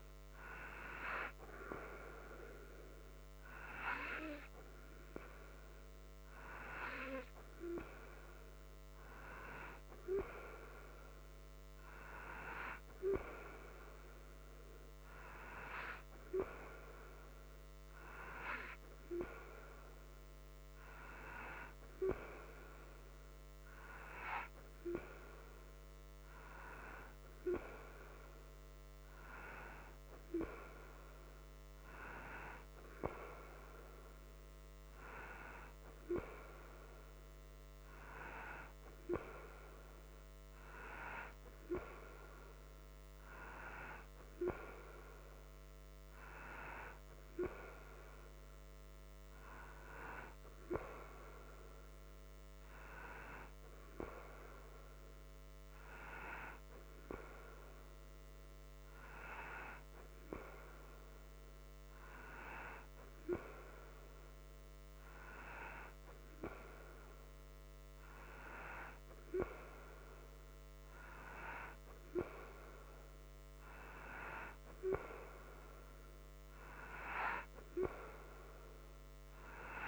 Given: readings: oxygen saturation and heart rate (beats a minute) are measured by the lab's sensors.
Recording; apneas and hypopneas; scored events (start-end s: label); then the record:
breathing in sleep by a microphone on the trachea; none
none scored
From the record:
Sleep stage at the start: N2 (light sleep); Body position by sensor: upright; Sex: male